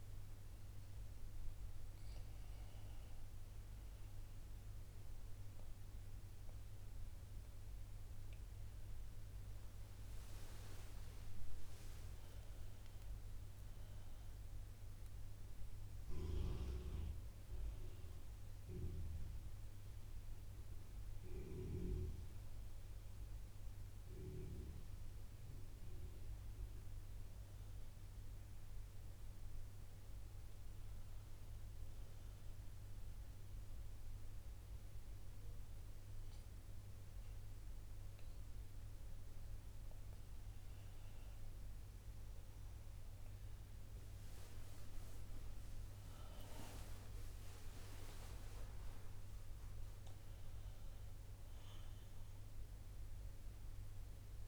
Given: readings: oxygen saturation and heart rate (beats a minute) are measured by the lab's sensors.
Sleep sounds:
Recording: breathing in sleep by a room microphone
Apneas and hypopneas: 1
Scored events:
10.00-14.50 s: arousal
31.50-42.00 s: obstructive apnea (oxygen 93% before, 90% lowest, heart rate 66 before, 60 extreme, up 10 after)
44.00-48.50 s: arousal
51.50-54.47 s: oxygen desaturation (device-marked, oxygen 94% before, 90% lowest, heart rate 63 before, 59 extreme)
From the record:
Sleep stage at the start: N1 (lightest sleep)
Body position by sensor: on the back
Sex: female

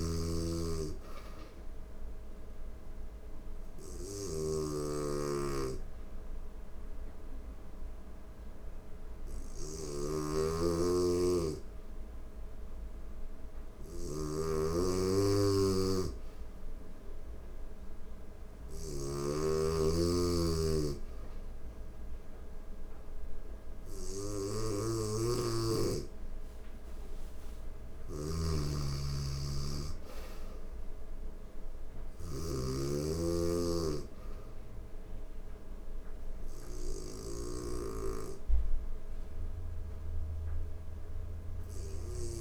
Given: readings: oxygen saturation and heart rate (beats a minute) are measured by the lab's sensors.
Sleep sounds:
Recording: breathing in sleep by a room microphone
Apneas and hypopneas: none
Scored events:
0.00-42.41 s: snoring (device-marked)
1.50-17.50 s: oxygen desaturation (device-marked, oxygen 96% before, 89% lowest, heart rate 84 before, 83 extreme)
From the record:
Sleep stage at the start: N2 (light sleep)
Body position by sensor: on the right side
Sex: female

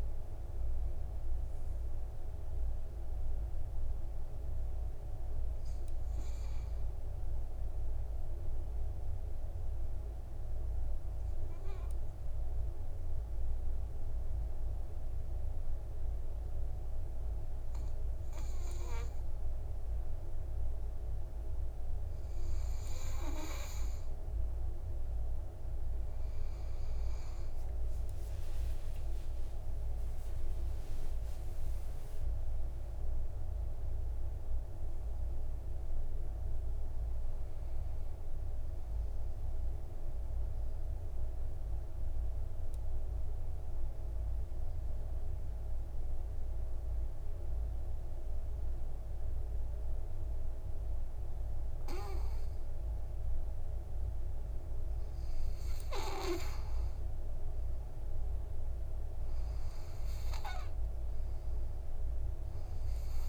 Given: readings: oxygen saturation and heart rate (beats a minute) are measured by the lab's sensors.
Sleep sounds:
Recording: breathing in sleep, hard to hear, by a room microphone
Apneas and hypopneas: 2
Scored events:
9.50-24.00 s: obstructive apnea (oxygen 95% before, 94% lowest, heart rate 65 before, 50 extreme, up 17 after)
28.50-33.00 s: arousal
30.50-46.50 s: oxygen desaturation (device-marked, oxygen 100% before, 97% lowest, heart rate 57 before, 48 extreme)
40.00-53.00 s: obstructive apnea (oxygen 100% before, 93% lowest, heart rate 62 before, 48 extreme, up 5 after)
55.50-59.00 s: arousal
From the record:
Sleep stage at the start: N2 (light sleep)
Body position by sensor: on the back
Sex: male

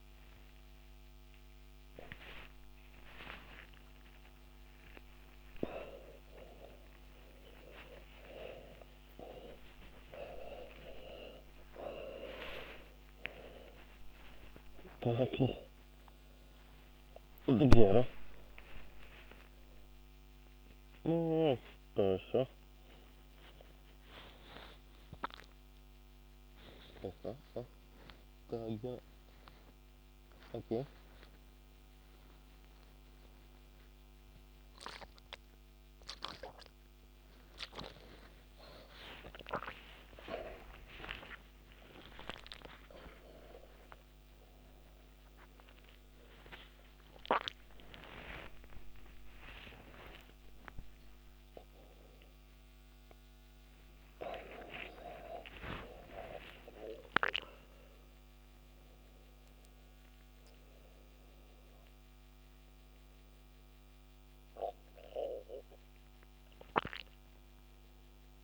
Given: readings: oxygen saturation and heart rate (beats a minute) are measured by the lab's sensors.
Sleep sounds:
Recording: a person awake in a sleep study, by a microphone on the trachea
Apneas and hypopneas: none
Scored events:
none scored
From the record:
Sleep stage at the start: awake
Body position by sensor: on the back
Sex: male

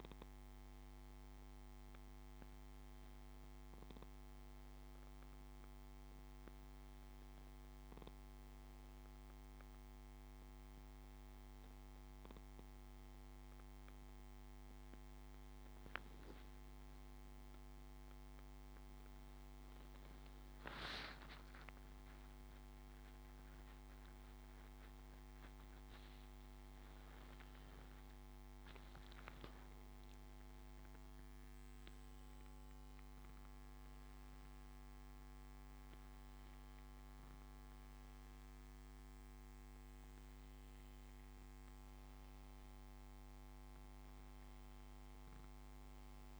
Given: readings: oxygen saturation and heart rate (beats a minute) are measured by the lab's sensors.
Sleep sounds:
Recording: breathing in sleep, hard to hear, by a microphone on the trachea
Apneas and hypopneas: none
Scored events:
17.00-21.50 s: arousal
From the record:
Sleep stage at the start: N1 (lightest sleep)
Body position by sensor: on the back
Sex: male

